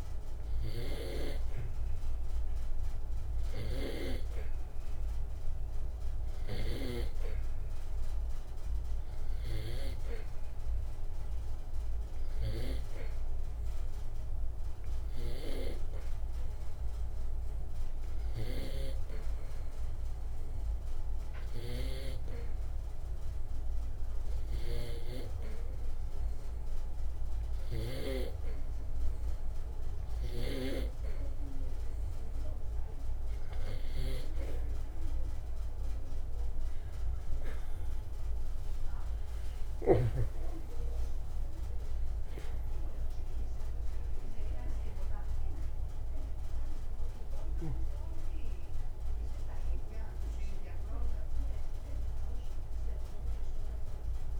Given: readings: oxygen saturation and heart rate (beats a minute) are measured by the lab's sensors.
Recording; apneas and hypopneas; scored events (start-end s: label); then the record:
breathing in sleep by a room microphone; none
10.00-29.00 s: oxygen desaturation (device-marked, oxygen 94% before, 88% lowest, heart rate 62 before, 61 extreme)
38.50-42.00 s: arousal
From the record:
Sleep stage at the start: N2 (light sleep); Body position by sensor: on the back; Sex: male